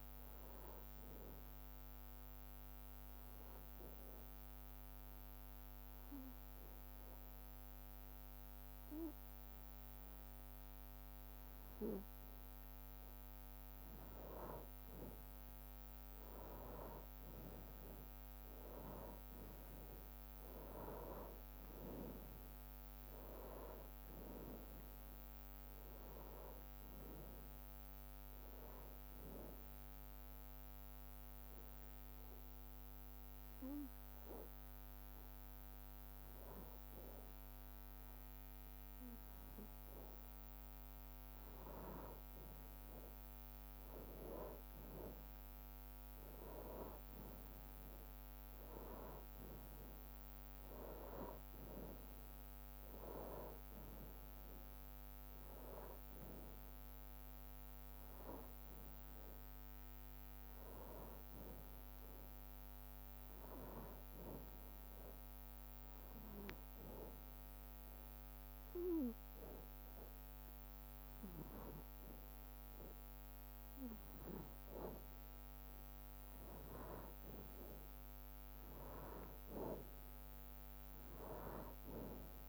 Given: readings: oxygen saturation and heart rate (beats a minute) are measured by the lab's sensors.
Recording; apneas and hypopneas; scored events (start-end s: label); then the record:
breathing in sleep by a microphone on the trachea; 3
0.00-7.50 s: oxygen desaturation (device-marked, oxygen 92% lowest, heart rate 61 extreme)
2.00-12.50 s: obstructive apnea (oxygen 96% before, 91% lowest, heart rate 65 before, 61 extreme, up 0 after)
14.00-19.00 s: arousal
20.50-34.50 s: drop in pulse transit time (device-marked, heart rate 62 before, 62 extreme)
21.50-23.50 s: long interval between heartbeats (device-marked, heart rate 62 before, 66 extreme)
24.50-42.50 s: oxygen desaturation (device-marked, oxygen 96% before, 91% lowest, heart rate 62 before, 61 extreme)
27.00-29.00 s: long interval between heartbeats (device-marked, heart rate 63 before, 68 extreme)
30.50-41.00 s: obstructive apnea (oxygen 96% before, 91% lowest, heart rate 64 before, 61 extreme, up 0 after)
43.00-47.50 s: arousal
52.50-66.50 s: oxygen desaturation (device-marked, oxygen 96% before, 93% lowest, heart rate 62 before, 56 extreme)
64.50-74.50 s: hypopnea (oxygen 96% before, 93% lowest, heart rate 63 before, 56 extreme, up 0 after)
78.50-82.49 s: arousal
79.50-82.49 s: bradycardia (device-marked, heart rate 64 before, 56 extreme)
From the record:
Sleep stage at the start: N2 (light sleep); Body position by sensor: on the back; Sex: male